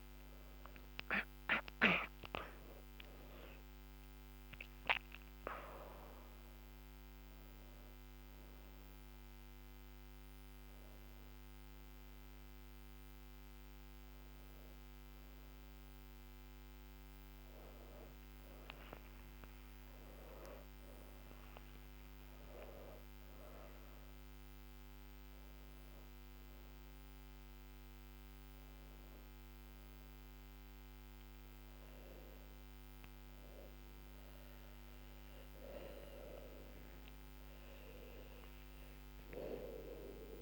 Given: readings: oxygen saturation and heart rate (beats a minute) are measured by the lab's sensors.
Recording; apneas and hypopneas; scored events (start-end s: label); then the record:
breathing in sleep by a microphone on the trachea; none
0.00-4.50 s: arousal
1.50-31.50 s: new sleep stage, N1 (lightest sleep)
31.50-40.42 s: new sleep stage, awake
From the record:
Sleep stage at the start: N2 (light sleep); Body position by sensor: on the back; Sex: female